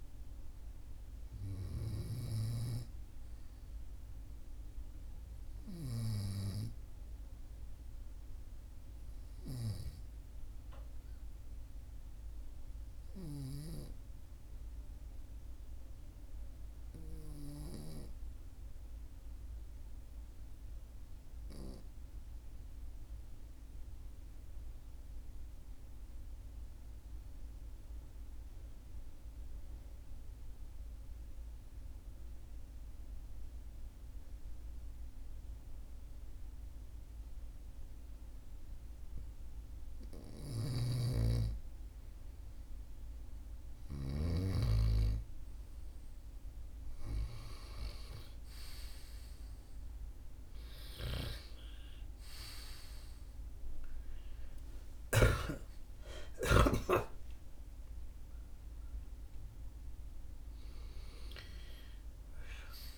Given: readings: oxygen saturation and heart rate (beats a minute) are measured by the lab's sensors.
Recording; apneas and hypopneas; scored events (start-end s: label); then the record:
breathing in sleep by a room microphone; 1
0.00-10.00 s: oxygen desaturation (device-marked, oxygen 93% lowest, heart rate 43 extreme)
12.00-40.00 s: obstructive apnea (oxygen 99% before, 93% lowest, heart rate 44 before, 43 extreme, up 1 after)
45.00-62.98 s: oxygen desaturation (device-marked, oxygen 97% before, 93% lowest, heart rate 43 before, 42 extreme)
54.50-59.50 s: arousal
From the record:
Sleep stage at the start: N2 (light sleep); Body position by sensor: on the right side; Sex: male